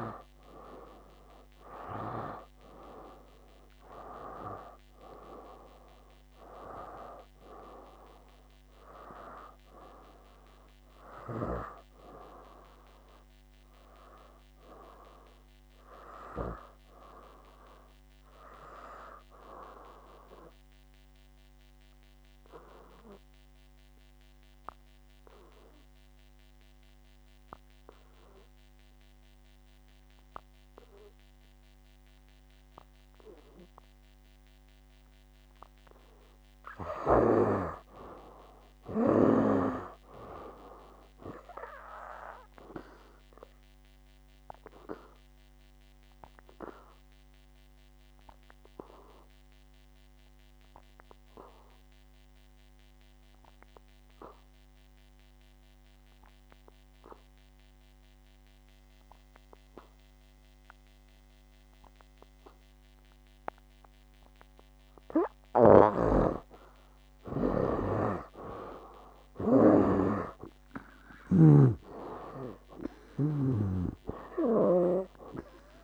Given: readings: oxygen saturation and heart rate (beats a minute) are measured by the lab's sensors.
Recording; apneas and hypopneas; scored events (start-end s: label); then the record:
breathing in sleep by a microphone on the trachea; 2
0.00-11.00 s: oxygen desaturation (device-marked, oxygen 74% lowest, heart rate 64 extreme)
12.00-16.00 s: arousal
22.00-36.00 s: obstructive apnea (oxygen 98% before, 78% lowest, heart rate 70 before, 62 extreme, up 5 after)
36.00-67.00 s: oxygen desaturation (device-marked, oxygen 98% before, 81% lowest, heart rate 66 before, 61 extreme)
38.00-41.00 s: arousal
43.00-65.50 s: obstructive apnea (oxygen 98% before, 78% lowest, heart rate 65 before, 61 extreme, up 12 after)
66.00-74.00 s: snoring (device-marked)
69.50-73.00 s: arousal
From the record:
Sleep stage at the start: N2 (light sleep); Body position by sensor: on the back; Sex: male